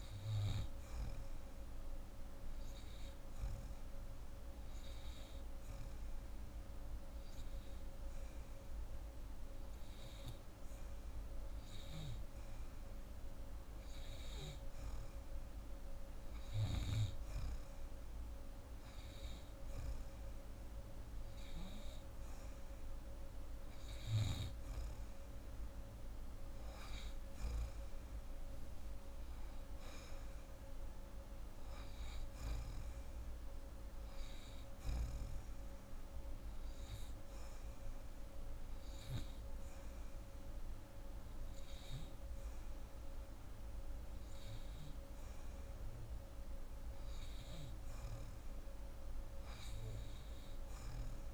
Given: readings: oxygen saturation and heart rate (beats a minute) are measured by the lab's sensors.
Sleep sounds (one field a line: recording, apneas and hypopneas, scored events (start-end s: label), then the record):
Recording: breathing in sleep, hard to hear, by a room microphone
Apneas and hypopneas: 2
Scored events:
1.50-12.50 s: hypopnea (oxygen 90% before, 86% lowest, heart rate 103 before, 58 extreme)
13.50-18.00 s: arousal
21.00-34.00 s: oxygen desaturation (device-marked, oxygen 90% before, 86% lowest, heart rate 93 before, 68 extreme)
36.50-47.00 s: hypopnea (oxygen 90% before, 87% lowest, heart rate 102 before, 46 extreme, up 28 after)
48.50-51.34 s: arousal
From the record:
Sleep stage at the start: N2 (light sleep)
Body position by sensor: on the right side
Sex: female